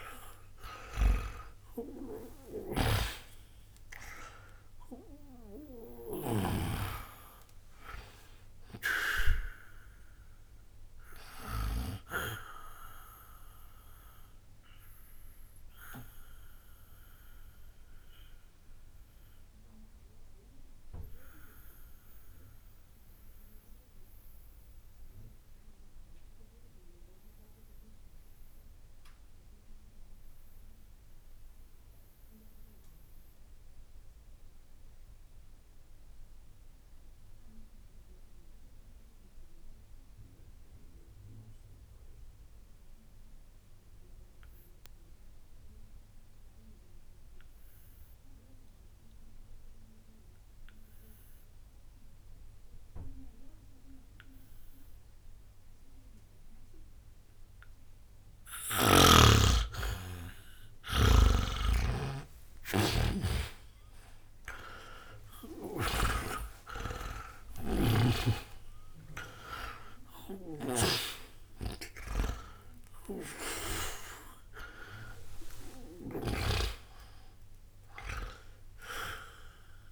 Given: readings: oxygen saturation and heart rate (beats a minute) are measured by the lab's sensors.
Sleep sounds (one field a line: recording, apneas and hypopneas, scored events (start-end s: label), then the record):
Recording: breathing in sleep by a room microphone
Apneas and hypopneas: 1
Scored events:
0.00-36.00 s: oxygen desaturation (device-marked, oxygen 76% lowest, heart rate 60 extreme)
2.00-6.00 s: snoring (device-marked)
13.00-57.50 s: obstructive apnea (oxygen 94% before, 76% lowest, heart rate 116 before, 60 extreme, up 43 after)
54.00-79.92 s: oxygen desaturation (device-marked, oxygen 99% before, 77% lowest, heart rate 60 before, 60 extreme)
58.50-76.00 s: snoring (device-marked)
62.00-67.50 s: arousal
From the record:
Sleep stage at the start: N2 (light sleep)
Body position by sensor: on the back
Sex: male